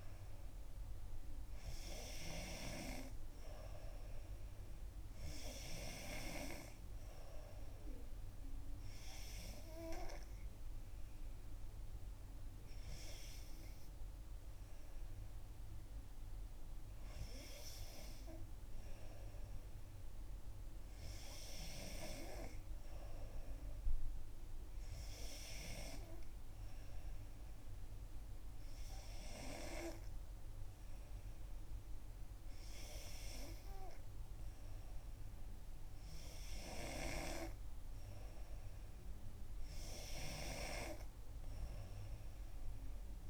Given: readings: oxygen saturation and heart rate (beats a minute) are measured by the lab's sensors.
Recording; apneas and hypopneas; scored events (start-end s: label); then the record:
breathing in sleep by a room microphone; none
none scored
From the record:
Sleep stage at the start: N2 (light sleep); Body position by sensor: on the back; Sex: female